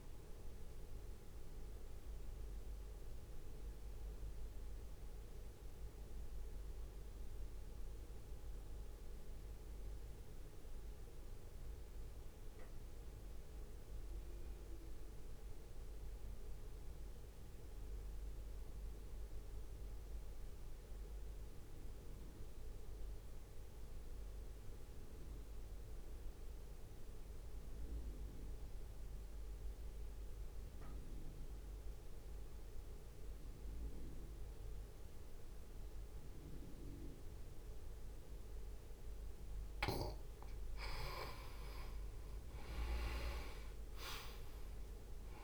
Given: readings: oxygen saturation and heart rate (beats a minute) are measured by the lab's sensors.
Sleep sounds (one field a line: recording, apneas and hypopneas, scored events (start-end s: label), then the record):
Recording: breathing in sleep by a room microphone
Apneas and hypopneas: 1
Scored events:
0.00-6.00 s: drop in pulse transit time (device-marked, heart rate 53 extreme)
0.00-21.00 s: oxygen desaturation (device-marked, oxygen 83% lowest, heart rate 53 extreme)
2.50-40.00 s: mixed apnea (oxygen 97% before, 83% lowest, heart rate 58 before, 54 extreme, up 6 after)
22.50-24.50 s: long interval between heartbeats (device-marked, heart rate 60 before, 66 extreme)
30.00-45.44 s: oxygen desaturation (device-marked, oxygen 98% before, 83% lowest, heart rate 65 before, 54 extreme)
43.00-45.44 s: arousal
From the record:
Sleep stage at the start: N2 (light sleep)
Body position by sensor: on the right side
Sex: male